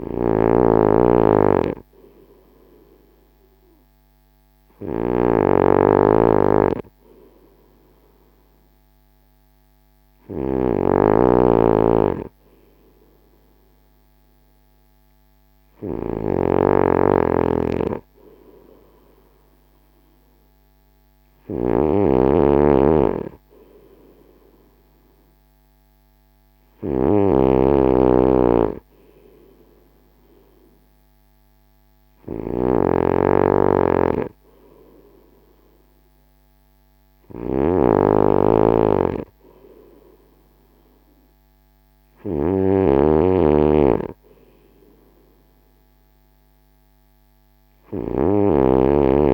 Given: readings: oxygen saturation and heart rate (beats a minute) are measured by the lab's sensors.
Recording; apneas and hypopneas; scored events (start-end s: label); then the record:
breathing in sleep by a microphone on the trachea; none
0.00-49.34 s: snoring (device-marked)
From the record:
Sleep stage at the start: N2 (light sleep); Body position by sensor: on the front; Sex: male